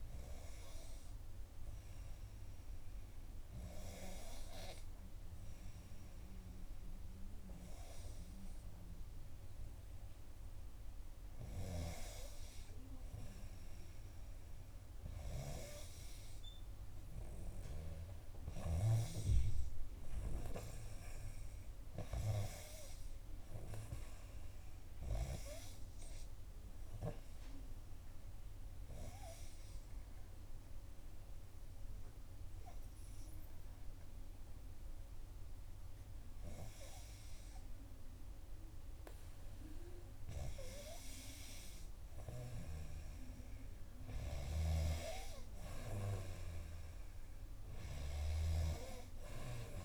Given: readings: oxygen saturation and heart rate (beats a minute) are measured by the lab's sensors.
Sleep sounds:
breathing in sleep by a room microphone; 1
19.50-23.50 s: arousal
26.50-40.00 s: obstructive apnea (oxygen 96% before, 90% lowest, heart rate 62 before, 59 extreme, up 1 after)
42.50-46.50 s: arousal
From the record:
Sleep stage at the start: N2 (light sleep); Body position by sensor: on the back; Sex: female

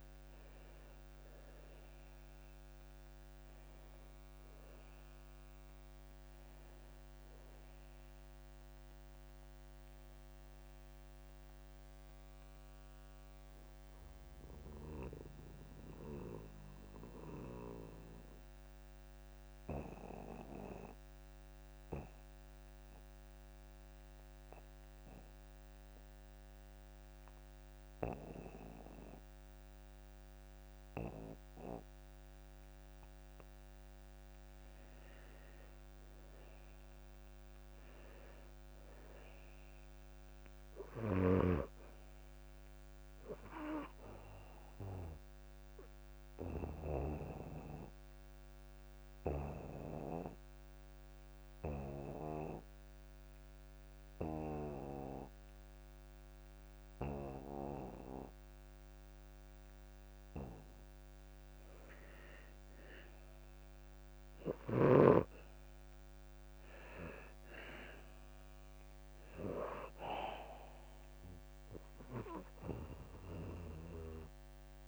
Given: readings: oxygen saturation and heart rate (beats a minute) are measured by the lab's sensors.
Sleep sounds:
breathing in sleep by a microphone on the trachea; 2
0.00-27.00 s: oxygen desaturation (device-marked, oxygen 81% lowest)
11.50-33.50 s: obstructive apnea (oxygen 97% before, 81% lowest)
35.00-39.00 s: arousal
41.00-61.00 s: oxygen desaturation (device-marked, oxygen 99% before, 88% lowest)
48.00-61.50 s: obstructive apnea (oxygen 99% before, 80% lowest)
63.50-68.00 s: arousal
73.00-74.87 s: oxygen desaturation (device-marked, oxygen 97% before, 89% lowest)
From the record:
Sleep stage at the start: N2 (light sleep); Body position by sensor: on the back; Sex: male

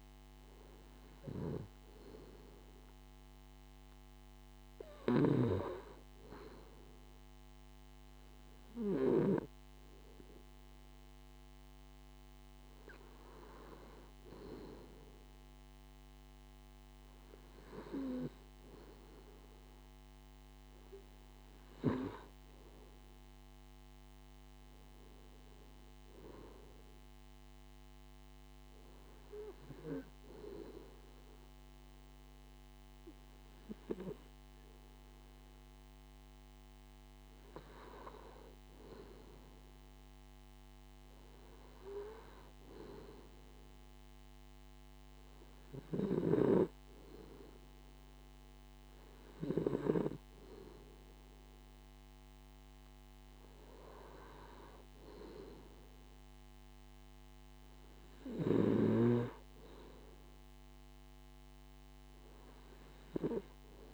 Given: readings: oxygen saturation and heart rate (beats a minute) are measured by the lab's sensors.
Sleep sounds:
breathing in sleep by a microphone on the trachea; none
none scored
From the record:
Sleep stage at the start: N2 (light sleep); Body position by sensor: on the left side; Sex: male

